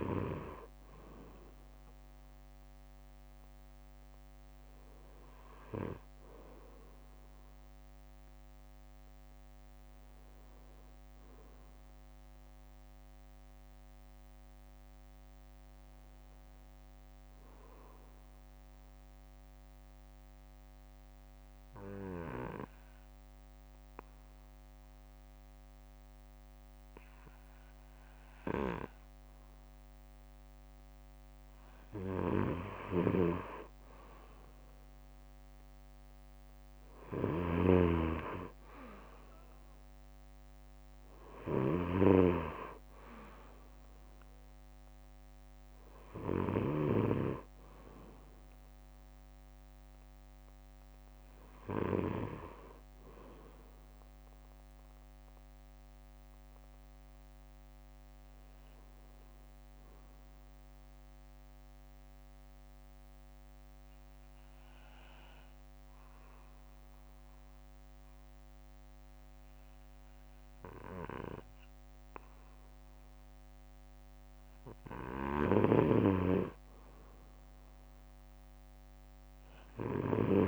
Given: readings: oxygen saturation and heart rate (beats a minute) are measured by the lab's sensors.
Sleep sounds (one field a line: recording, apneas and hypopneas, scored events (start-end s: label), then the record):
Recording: breathing in sleep by a microphone on the trachea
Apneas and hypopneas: 2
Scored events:
2.50-7.50 s: bradycardia (device-marked, heart rate 60 before, 58 extreme)
8.50-11.50 s: bradycardia (device-marked, heart rate 60 before, 57 extreme)
12.50-15.50 s: bradycardia (device-marked, heart rate 60 before, 58 extreme)
12.50-31.00 s: obstructive apnea (oxygen 98% before, 94% lowest, heart rate 60 before, 55 extreme, up 6 after)
20.50-31.50 s: bradycardia (device-marked, heart rate 60 before, 55 extreme)
32.00-34.50 s: arousal
33.50-35.50 s: bradycardia (device-marked, heart rate 60 before, 58 extreme)
38.50-40.50 s: bradycardia (device-marked, heart rate 60 before, 60 extreme)
42.50-44.50 s: bradycardia (device-marked, heart rate 60 before, 57 extreme)
46.50-60.50 s: bradycardia (device-marked, heart rate 60 before, 56 extreme)
60.00-75.00 s: obstructive apnea (oxygen 97% before, 94% lowest, heart rate 58 before, 56 extreme, up 9 after)
62.50-65.50 s: bradycardia (device-marked, heart rate 60 before, 57 extreme)
67.50-69.50 s: bradycardia (device-marked, heart rate 60 before, 59 extreme)
76.50-80.48 s: arousal
From the record:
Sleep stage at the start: N2 (light sleep)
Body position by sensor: on the back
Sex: male